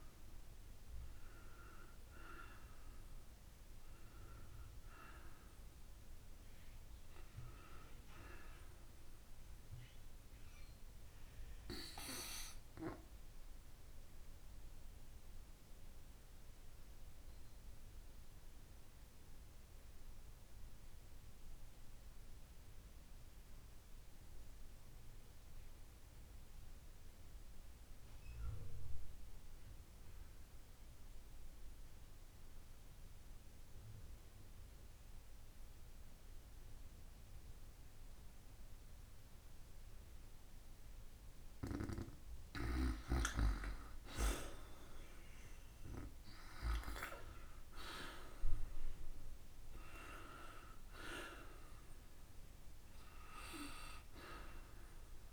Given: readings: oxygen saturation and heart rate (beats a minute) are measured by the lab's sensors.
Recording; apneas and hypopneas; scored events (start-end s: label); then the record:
breathing in sleep by a room microphone; 1
0.00-1.00 s: arousal
14.00-40.00 s: obstructive apnea (oxygen 96% before, 85% lowest, heart rate 62 before, 52 extreme, up 22 after)
27.50-43.50 s: oxygen desaturation (device-marked, oxygen 95% before, 89% lowest, heart rate 57 before, 52 extreme)
43.50-48.50 s: arousal
53.50-55.33 s: oxygen desaturation (device-marked, oxygen 98% before, 85% lowest, heart rate 60 before, 52 extreme)
From the record:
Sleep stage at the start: N2 (light sleep); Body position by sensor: on the back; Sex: female